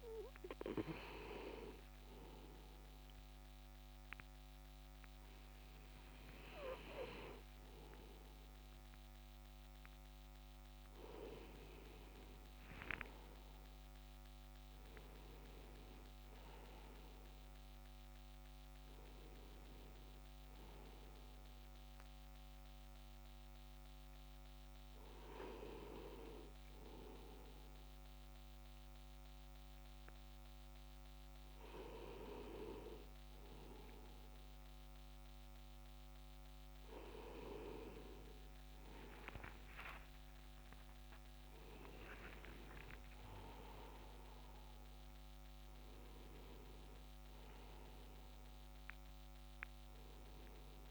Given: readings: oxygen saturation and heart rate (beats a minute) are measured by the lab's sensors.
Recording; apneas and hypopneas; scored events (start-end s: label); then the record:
breathing in sleep by a microphone on the trachea; 1
22.00-50.91 s: new sleep stage, N2 (light sleep)
22.50-39.50 s: hypopnea (oxygen 98% before, 95% lowest, heart rate 67 before, 63 extreme, up 33 after)
40.00-44.00 s: arousal
From the record:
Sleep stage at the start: N1 (lightest sleep); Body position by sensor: on the back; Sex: male